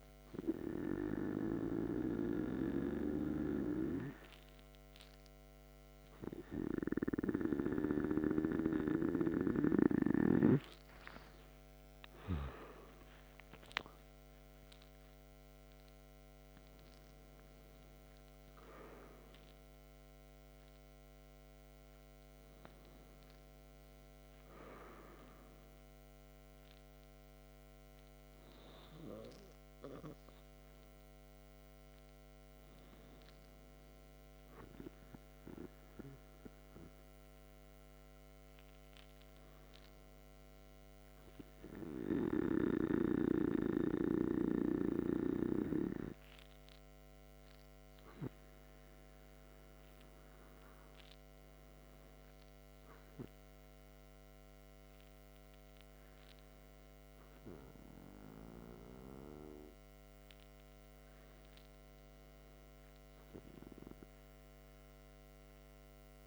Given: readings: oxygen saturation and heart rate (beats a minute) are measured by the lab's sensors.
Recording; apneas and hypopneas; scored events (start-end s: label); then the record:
breathing in sleep by a microphone on the trachea; none
11.50-14.50 s: arousal
From the record:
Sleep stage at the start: N2 (light sleep); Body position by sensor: on the back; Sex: male